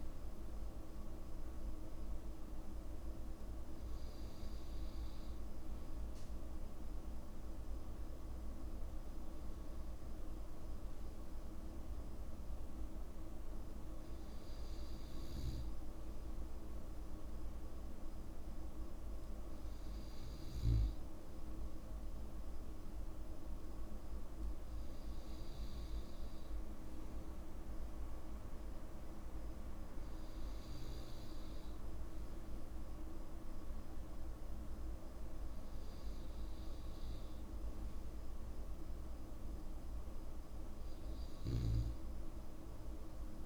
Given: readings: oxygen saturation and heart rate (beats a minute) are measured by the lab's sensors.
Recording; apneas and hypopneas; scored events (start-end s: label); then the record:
breathing in sleep, hard to hear, by a room microphone; none
none scored
From the record:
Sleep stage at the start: N2 (light sleep); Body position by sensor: on the back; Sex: male